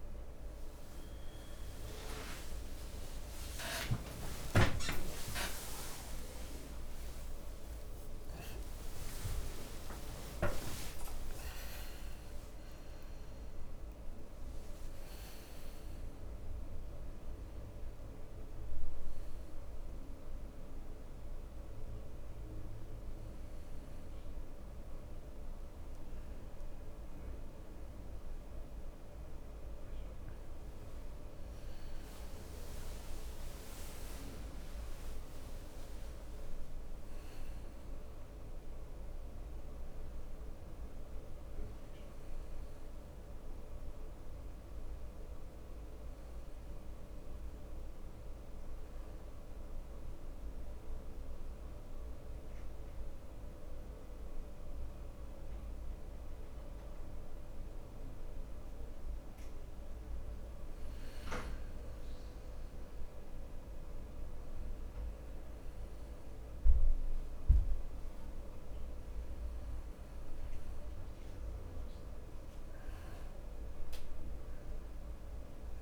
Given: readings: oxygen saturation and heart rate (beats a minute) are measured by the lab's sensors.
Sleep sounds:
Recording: breathing in sleep by a room microphone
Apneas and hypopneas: 1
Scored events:
0.00-5.00 s: arousal
10.50-40.50 s: new sleep stage, N1 (lightest sleep)
40.50-75.82 s: new sleep stage, N2 (light sleep)
41.00-44.50 s: arousal
48.50-59.50 s: obstructive apnea (oxygen 100% before, 93% lowest, heart rate 80 before, 66 extreme, up 5 after)
63.00-67.00 s: arousal
From the record:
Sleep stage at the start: N2 (light sleep)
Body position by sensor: on the right side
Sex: male

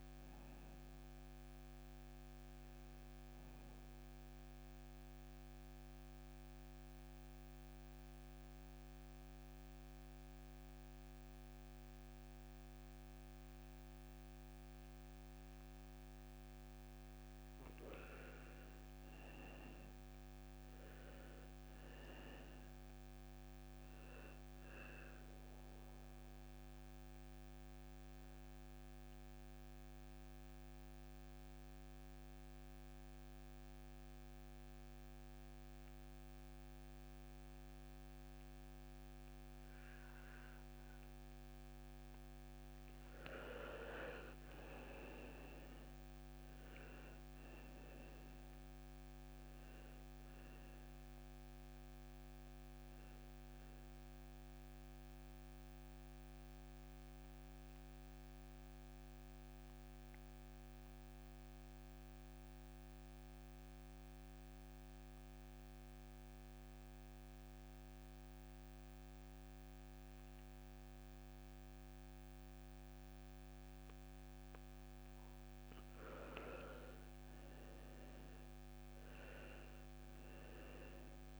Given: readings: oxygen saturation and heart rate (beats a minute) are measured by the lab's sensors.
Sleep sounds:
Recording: breathing in sleep, hard to hear, by a microphone on the trachea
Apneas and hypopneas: 3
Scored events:
0.00-1.00 s: oxygen desaturation (device-marked, oxygen 91% lowest)
4.00-16.50 s: central apnea (oxygen 100% before, 90% lowest)
16.00-35.00 s: oxygen desaturation (device-marked, oxygen 100% before, 90% lowest)
18.50-22.50 s: arousal
26.00-41.00 s: obstructive apnea (oxygen 100% before, 88% lowest)
43.50-48.50 s: arousal
46.00-73.00 s: oxygen desaturation (device-marked, oxygen 98% before, 91% lowest)
54.50-74.00 s: mixed apnea (oxygen 98% before, 88% lowest)
77.50-81.40 s: arousal
From the record:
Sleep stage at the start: N2 (light sleep)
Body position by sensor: on the back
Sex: male

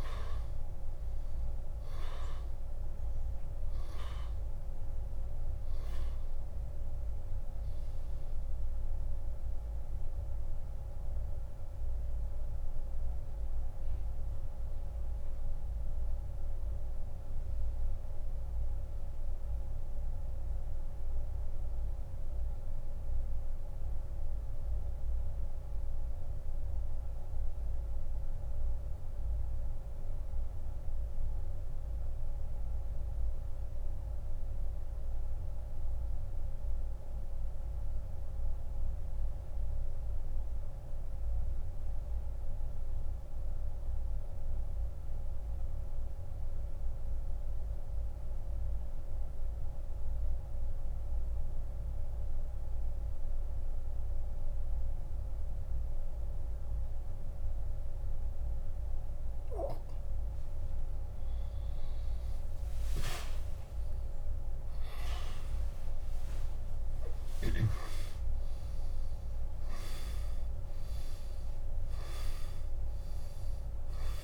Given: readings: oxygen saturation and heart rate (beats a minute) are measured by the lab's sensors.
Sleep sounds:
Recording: breathing in sleep, hard to hear, by a room microphone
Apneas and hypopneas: 1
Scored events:
10.00-60.50 s: mixed apnea (oxygen 97% before, 84% lowest)
27.50-48.50 s: oxygen desaturation (device-marked, oxygen 94% before, 85% lowest, heart rate 78 before, 48 extreme)
63.00-67.50 s: arousal
From the record:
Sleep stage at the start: N2 (light sleep)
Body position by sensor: on the back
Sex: male

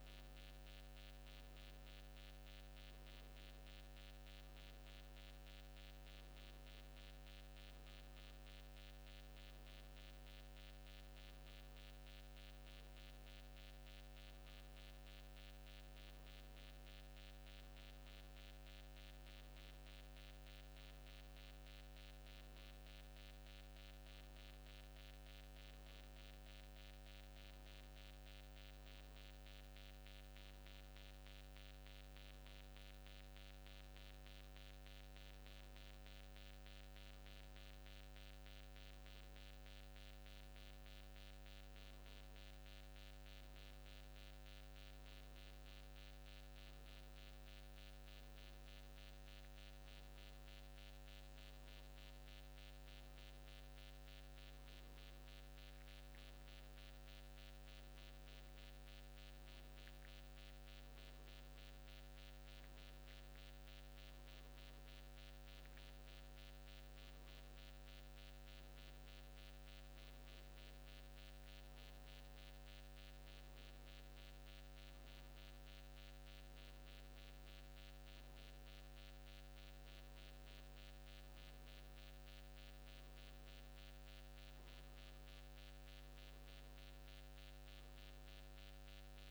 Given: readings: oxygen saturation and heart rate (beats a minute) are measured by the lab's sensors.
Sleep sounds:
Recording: breathing in sleep, hard to hear, by a microphone on the trachea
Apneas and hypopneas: none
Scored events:
none scored
From the record:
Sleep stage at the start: N1 (lightest sleep)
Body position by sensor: on the back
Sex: male

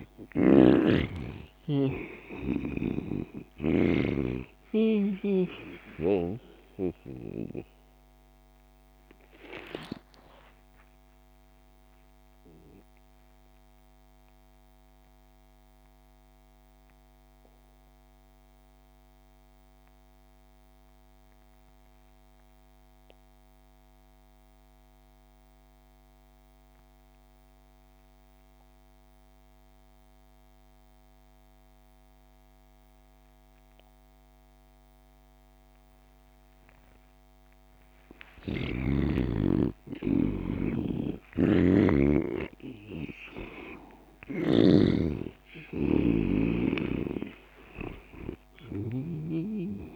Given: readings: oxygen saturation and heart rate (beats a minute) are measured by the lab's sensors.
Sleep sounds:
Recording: breathing in sleep by a microphone on the trachea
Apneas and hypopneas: 1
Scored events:
0.00-7.50 s: snoring (device-marked)
0.00-16.50 s: oxygen desaturation (device-marked, oxygen 79% lowest)
6.50-37.50 s: mixed apnea (oxygen 98% before, 79% lowest)
32.50-49.96 s: oxygen desaturation (device-marked, oxygen 98% before, 83% lowest)
38.50-43.00 s: arousal
40.50-44.50 s: snoring (device-marked)
From the record:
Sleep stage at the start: N2 (light sleep)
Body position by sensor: on the back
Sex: male

